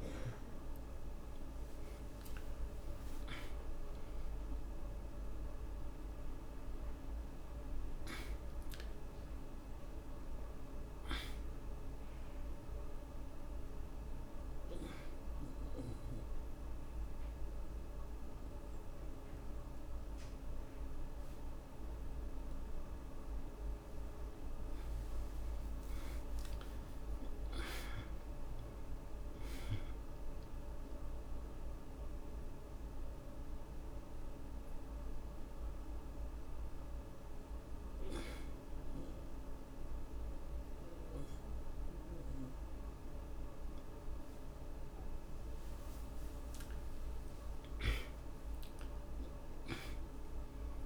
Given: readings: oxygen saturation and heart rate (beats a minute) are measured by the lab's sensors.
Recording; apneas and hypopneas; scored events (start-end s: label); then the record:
breathing in sleep, hard to hear, by a room microphone; 2
0.00-7.50 s: oxygen desaturation (device-marked, oxygen 86% lowest, heart rate 55 extreme)
7.00-10.50 s: arousal
13.00-23.00 s: obstructive apnea (oxygen 94% before, 75% lowest, heart rate 101 before, 55 extreme, up 21 after)
14.50-23.50 s: oxygen desaturation (device-marked, oxygen 88% before, 85% lowest, heart rate 96 before, 55 extreme)
24.50-29.00 s: arousal
32.00-45.50 s: mixed apnea (oxygen 89% before, 75% lowest, heart rate 64 before, 64 extreme)
32.50-47.50 s: oxygen desaturation (device-marked, oxygen 89% before, 75% lowest, heart rate 65 before, 64 extreme)
47.50-50.85 s: arousal
From the record:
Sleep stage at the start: N2 (light sleep); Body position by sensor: on the back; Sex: male